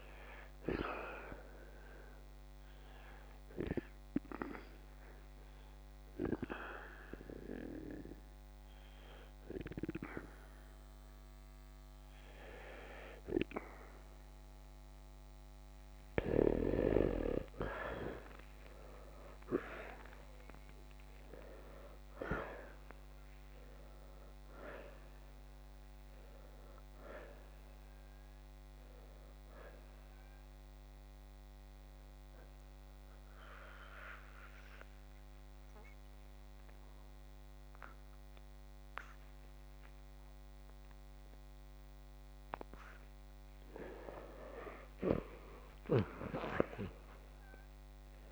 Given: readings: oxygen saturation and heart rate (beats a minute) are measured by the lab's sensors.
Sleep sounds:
breathing in sleep by a microphone on the trachea; 2
0.00-19.00 s: oxygen desaturation (device-marked, oxygen 88% lowest, heart rate 53 extreme)
2.50-13.50 s: hypopnea (oxygen 94% before, 84% lowest, heart rate 63 before, 59 extreme, up 9 after)
19.50-23.50 s: arousal
29.00-48.32 s: oxygen desaturation (device-marked, oxygen 91% before, 84% lowest, heart rate 66 before, 52 extreme)
32.00-42.50 s: mixed apnea (oxygen 91% before, 84% lowest, heart rate 66 before, 53 extreme, up 21 after)
From the record:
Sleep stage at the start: N2 (light sleep); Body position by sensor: on the left side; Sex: male

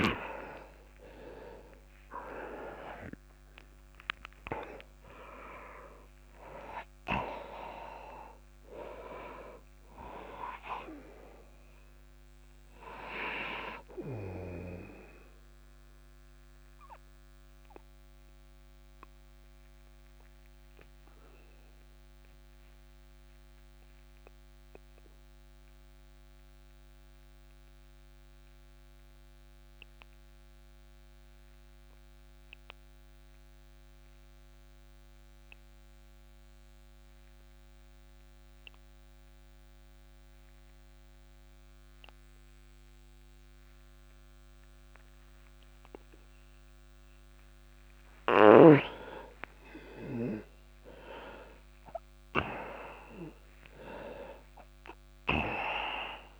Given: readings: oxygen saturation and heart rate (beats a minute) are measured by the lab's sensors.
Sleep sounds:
breathing in sleep by a microphone on the trachea; 1
0.00-2.50 s: arousal
0.00-33.50 s: oxygen desaturation (device-marked, oxygen 83% lowest)
15.00-47.00 s: obstructive apnea (oxygen 97% before, 83% lowest)
49.00-54.00 s: arousal
49.50-56.40 s: oxygen desaturation (device-marked, oxygen 99% before, 88% lowest)
From the record:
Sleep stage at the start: N2 (light sleep); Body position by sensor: on the back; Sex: male

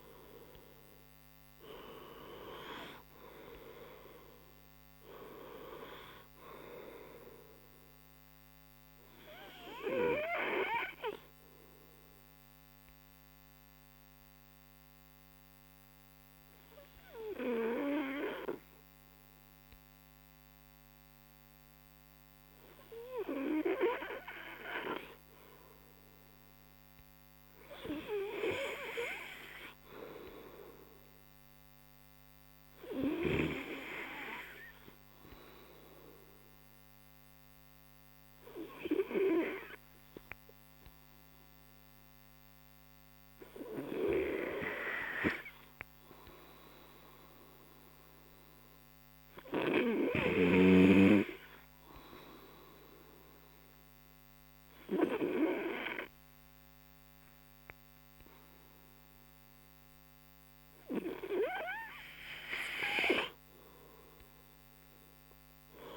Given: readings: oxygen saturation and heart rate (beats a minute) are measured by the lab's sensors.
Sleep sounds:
breathing in sleep by a microphone on the trachea; 1
0.00-4.00 s: arousal
3.50-18.50 s: oxygen desaturation (device-marked, oxygen 98% before, 93% lowest)
14.00-44.00 s: obstructive apnea (oxygen 98% before, 93% lowest)
45.00-48.00 s: arousal
From the record:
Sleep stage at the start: N2 (light sleep); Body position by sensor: on the right side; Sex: male

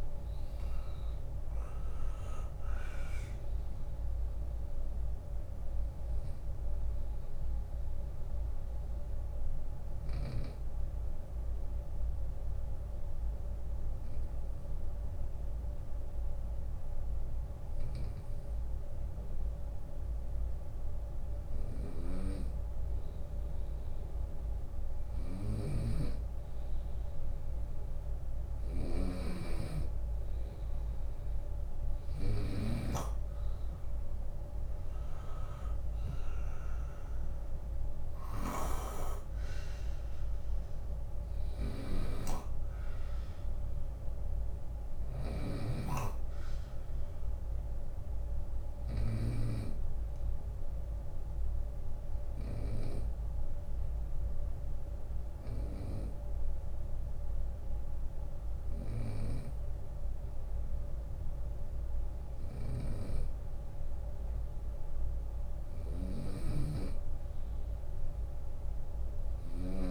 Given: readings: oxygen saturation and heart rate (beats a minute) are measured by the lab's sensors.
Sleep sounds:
breathing in sleep by a room microphone; 2
0.00-2.50 s: oxygen desaturation (device-marked, oxygen 96% lowest, heart rate 67 extreme)
0.00-3.50 s: drop in pulse transit time (device-marked, heart rate 72 extreme)
0.50-3.50 s: arousal
5.50-20.50 s: hypopnea (oxygen 100% before, 96% lowest, heart rate 76 before, 67 extreme, up 7 after)
20.50-32.00 s: snoring (device-marked)
23.50-27.00 s: arousal
31.50-43.50 s: oxygen desaturation (device-marked, oxygen 100% before, 96% lowest, heart rate 74 before, 64 extreme)
31.50-44.50 s: drop in pulse transit time (device-marked, heart rate 74 before, 68 extreme)
40.50-48.50 s: snoring (device-marked)
52.00-64.00 s: hypopnea (oxygen 100% before, 94% lowest, heart rate 73 before, 64 extreme, up 19 after)
61.50-69.91 s: snoring (device-marked)
68.00-69.91 s: arousal
From the record:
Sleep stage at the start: N2 (light sleep); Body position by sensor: on the right side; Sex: male

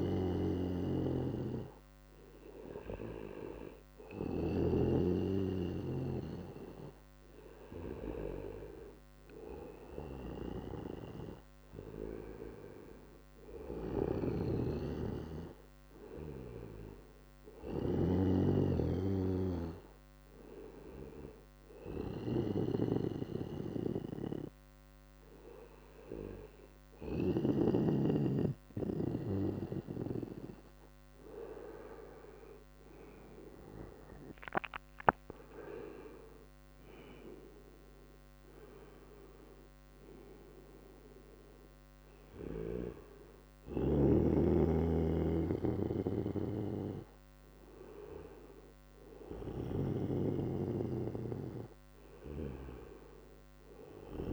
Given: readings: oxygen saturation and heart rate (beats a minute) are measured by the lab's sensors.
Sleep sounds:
breathing in sleep by a microphone on the trachea; none
none scored
From the record:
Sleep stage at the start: N2 (light sleep); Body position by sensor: on the right side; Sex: male

